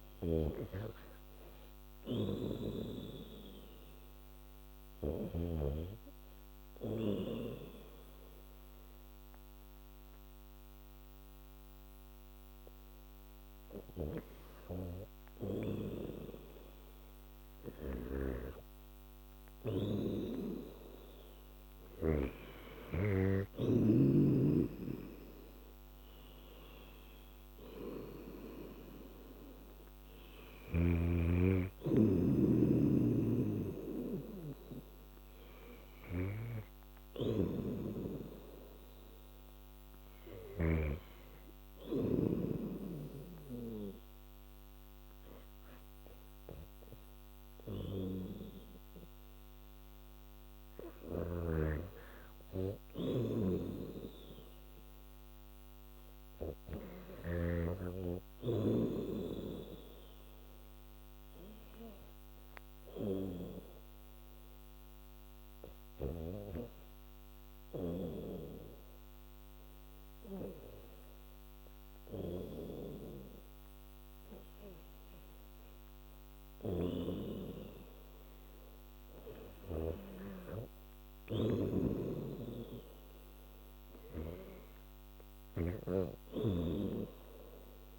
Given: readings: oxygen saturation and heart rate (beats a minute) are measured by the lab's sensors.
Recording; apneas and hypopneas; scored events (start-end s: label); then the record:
breathing in sleep by a microphone on the trachea; 2
0.00-5.50 s: snoring (device-marked)
5.50-12.50 s: oxygen desaturation (device-marked, oxygen 98% before, 90% lowest, heart rate 75 before, 74 extreme)
6.00-17.50 s: hypopnea (oxygen 98% before, 90% lowest, heart rate 75 before, 74 extreme, up 13 after)
6.50-87.99 s: new sleep stage, REM sleep
19.50-23.50 s: arousal
19.50-24.00 s: snoring (device-marked)
24.50-39.50 s: oxygen desaturation (device-marked, oxygen 95% before, 91% lowest, heart rate 79 before, 78 extreme)
33.00-41.00 s: snoring (device-marked)
50.50-55.00 s: arousal
51.00-57.50 s: snoring (device-marked)
57.50-70.50 s: oxygen desaturation (device-marked, oxygen 97% before, 92% lowest, heart rate 83 before, 77 extreme)
62.00-77.00 s: hypopnea (oxygen 97% before, 91% lowest, heart rate 82 before, 79 extreme, up 5 after)
76.50-80.00 s: snoring (device-marked)
78.50-82.50 s: arousal
78.50-87.99 s: oxygen desaturation (device-marked, oxygen 95% before, 91% lowest, heart rate 80 before, 76 extreme)
82.00-87.99 s: snoring (device-marked)
From the record:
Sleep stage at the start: N2 (light sleep); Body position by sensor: on the back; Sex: female